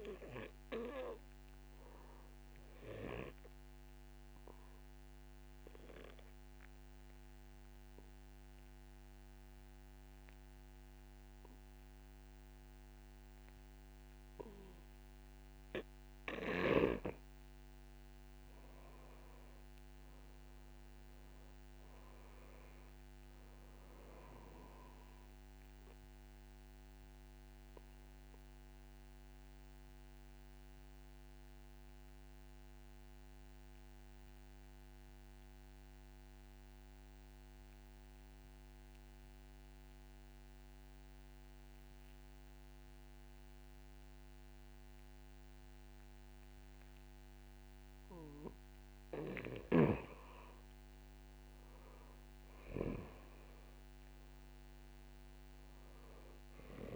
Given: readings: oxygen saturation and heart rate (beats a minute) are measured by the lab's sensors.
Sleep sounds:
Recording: breathing in sleep by a microphone on the trachea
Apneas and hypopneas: 2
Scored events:
0.50-16.00 s: obstructive apnea (oxygen 96% before, 89% lowest, heart rate 64 before, 59 extreme, up 6 after)
1.00-16.00 s: oxygen desaturation (device-marked, oxygen 96% before, 92% lowest, heart rate 64 before, 59 extreme)
18.50-22.00 s: arousal
24.00-41.00 s: oxygen desaturation (device-marked, oxygen 94% before, 89% lowest, heart rate 61 before, 61 extreme)
28.00-47.50 s: obstructive apnea (oxygen 95% before, 88% lowest, heart rate 62 before, 61 extreme, up 2 after)
51.50-54.00 s: arousal
53.00-56.96 s: oxygen desaturation (device-marked, oxygen 96% before, 89% lowest, heart rate 67 before, 37 extreme)
From the record:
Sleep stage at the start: N2 (light sleep)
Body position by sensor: on the back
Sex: male

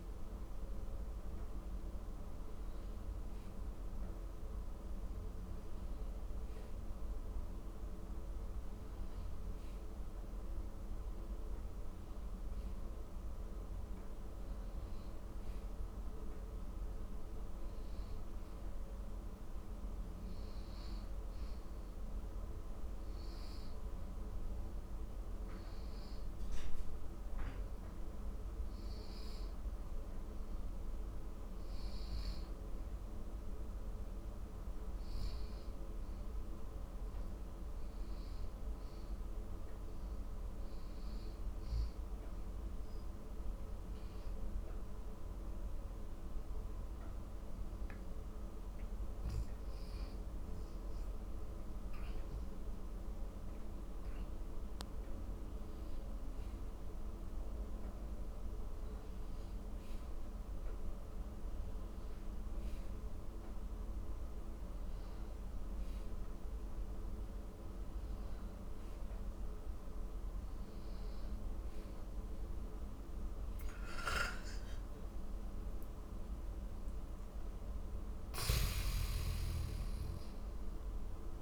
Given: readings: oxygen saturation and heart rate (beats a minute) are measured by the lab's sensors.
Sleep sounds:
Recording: breathing in sleep, hard to hear, by a room microphone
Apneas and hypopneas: 1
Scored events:
0.00-2.50 s: arousal
36.50-40.50 s: arousal
44.50-54.50 s: hypopnea (oxygen 97% before, 95% lowest, heart rate 66 before, 64 extreme, up 13 after)
74.00-78.00 s: arousal
From the record:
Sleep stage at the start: N1 (lightest sleep)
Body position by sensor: on the back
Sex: male

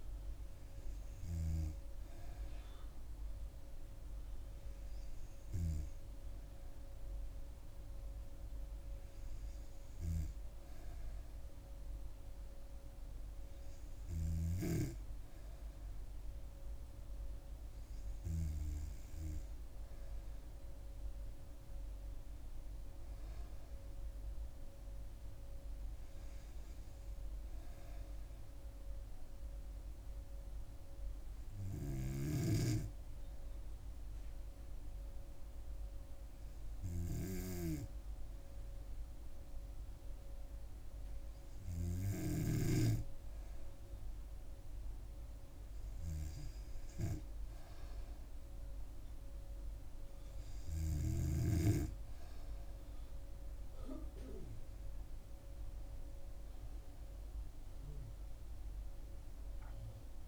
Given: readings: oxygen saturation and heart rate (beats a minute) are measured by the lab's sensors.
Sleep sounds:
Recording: breathing in sleep by a room microphone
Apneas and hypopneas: 1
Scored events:
29.00-43.50 s: hypopnea (oxygen 97% before, 95% lowest, heart rate 67 before, 64 extreme, up 5 after)
44.50-47.00 s: arousal
From the record:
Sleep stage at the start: N2 (light sleep)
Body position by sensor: on the back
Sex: female

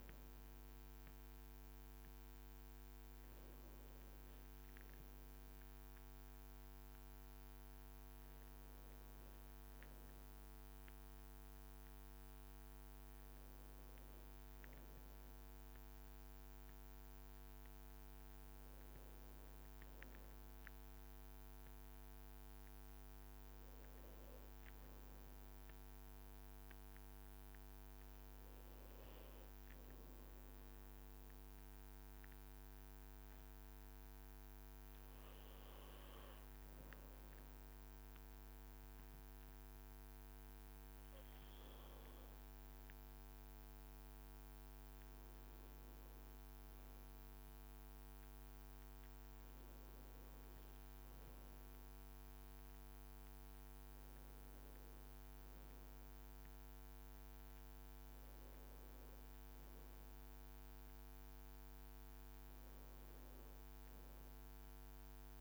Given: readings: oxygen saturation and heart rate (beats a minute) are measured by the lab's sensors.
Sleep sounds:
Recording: breathing in sleep, hard to hear, by a microphone on the trachea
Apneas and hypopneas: 1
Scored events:
7.50-65.41 s: new sleep stage, N2 (light sleep)
11.50-13.50 s: long interval between heartbeats (device-marked, heart rate 61 before, 61 extreme)
15.00-19.00 s: arousal
23.50-38.50 s: hypopnea (oxygen 98% before, 93% lowest, heart rate 61 before, 58 extreme, up 0 after)
31.50-40.50 s: leg movement (device-marked)
41.50-46.00 s: arousal
57.50-63.50 s: leg movement (device-marked)
From the record:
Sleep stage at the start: N1 (lightest sleep)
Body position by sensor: on the right side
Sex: male

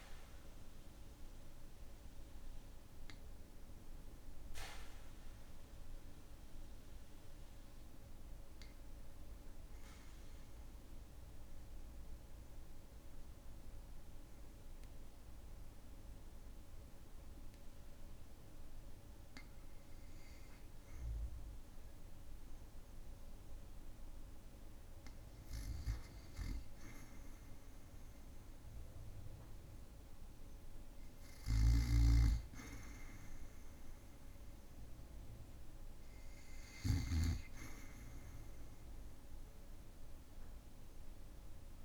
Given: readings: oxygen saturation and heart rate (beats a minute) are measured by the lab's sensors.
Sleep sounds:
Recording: breathing in sleep by a room microphone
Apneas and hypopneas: 1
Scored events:
11.00-24.00 s: obstructive apnea (oxygen 96% before, 94% lowest, heart rate 61 before, 52 extreme, up 4 after)
28.00-32.50 s: arousal
31.50-37.00 s: snoring (device-marked)
From the record:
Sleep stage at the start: REM sleep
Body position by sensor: on the back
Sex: male

